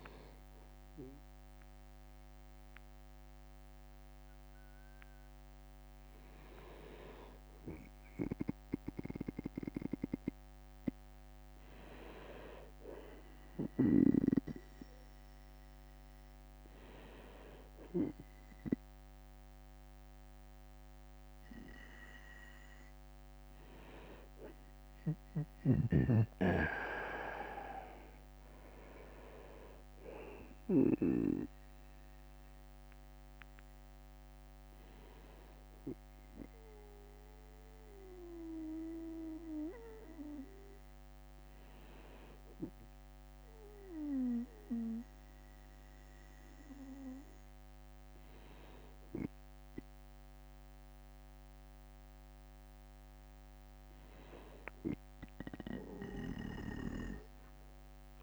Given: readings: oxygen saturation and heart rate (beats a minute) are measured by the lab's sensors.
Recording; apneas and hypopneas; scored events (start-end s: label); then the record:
breathing in sleep by a microphone on the trachea; 1
0.00-25.00 s: bradycardia (device-marked, heart rate 53 extreme)
7.00-19.00 s: drop in pulse transit time (device-marked, heart rate 55 before, 54 extreme)
30.00-57.00 s: bradycardia (device-marked, heart rate 61 before, 53 extreme)
40.50-54.00 s: hypopnea (oxygen 97% before, 95% lowest, heart rate 56 before, 54 extreme, up 8 after)
From the record:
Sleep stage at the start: N2 (light sleep); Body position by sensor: on the right side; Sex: male